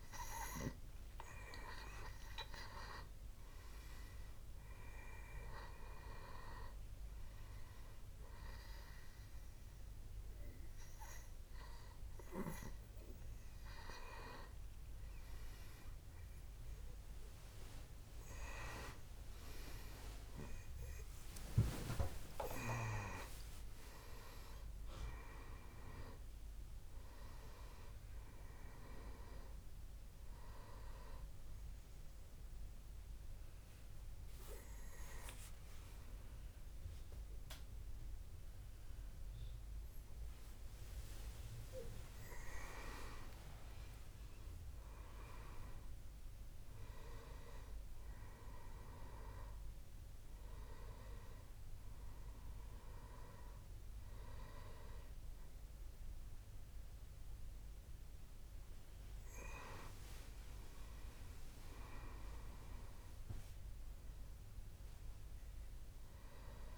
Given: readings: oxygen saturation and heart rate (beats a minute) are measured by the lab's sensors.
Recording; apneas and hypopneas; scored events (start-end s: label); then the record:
a person awake in a sleep study, by a room microphone; none
22.00-24.00 s: long interval between heartbeats (device-marked, heart rate 71 before, 86 extreme)
42.00-44.00 s: long interval between heartbeats (device-marked, heart rate 83 before, 95 extreme)
From the record:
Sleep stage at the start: awake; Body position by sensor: on the back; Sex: male